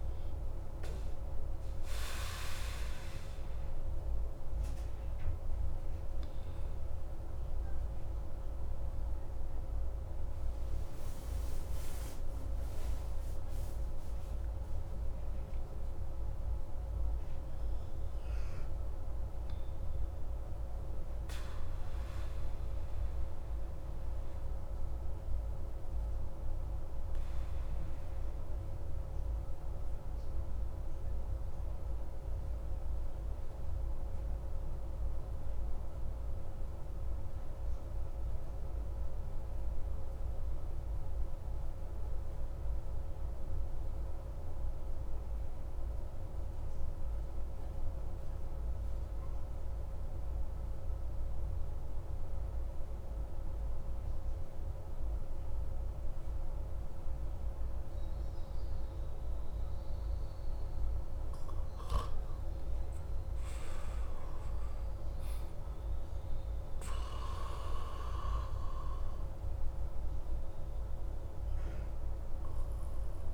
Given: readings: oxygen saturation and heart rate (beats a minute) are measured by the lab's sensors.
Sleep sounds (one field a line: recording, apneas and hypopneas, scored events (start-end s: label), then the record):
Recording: breathing in sleep, hard to hear, by a room microphone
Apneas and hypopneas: 1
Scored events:
0.00-32.50 s: oxygen desaturation (device-marked, oxygen 88% lowest)
17.50-21.00 s: arousal
23.50-60.50 s: obstructive apnea (oxygen 96% before, 93% lowest)
50.50-73.34 s: oxygen desaturation (device-marked, oxygen 98% before, 93% lowest)
62.50-66.50 s: arousal
From the record:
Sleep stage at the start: N2 (light sleep)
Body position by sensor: on the back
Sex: male